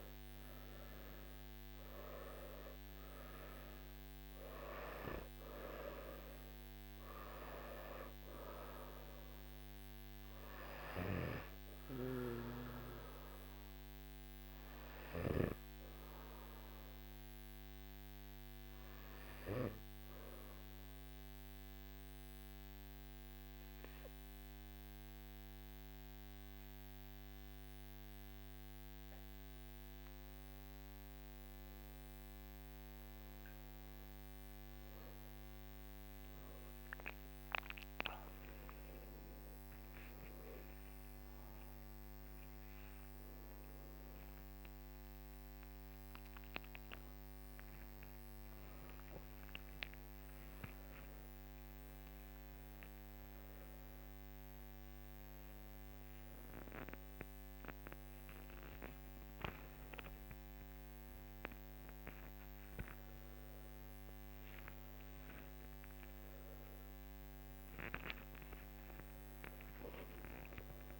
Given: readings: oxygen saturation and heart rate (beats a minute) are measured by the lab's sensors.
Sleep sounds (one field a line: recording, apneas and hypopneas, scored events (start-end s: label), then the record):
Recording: breathing in sleep by a microphone on the trachea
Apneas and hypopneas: 1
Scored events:
4.00-15.00 s: oxygen desaturation (device-marked, oxygen 97% before, 93% lowest, heart rate 53 before, 50 extreme)
20.00-31.50 s: obstructive apnea (oxygen 97% before, 94% lowest, heart rate 55 before, 50 extreme, up 38 after)
49.00-51.00 s: long interval between heartbeats (device-marked, heart rate 80 before, 106 extreme)
69.00-70.99 s: long interval between heartbeats (device-marked, heart rate 96 before, 99 extreme)
From the record:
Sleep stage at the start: N1 (lightest sleep)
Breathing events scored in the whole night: 231 in 5.2 hours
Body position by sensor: on the back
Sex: male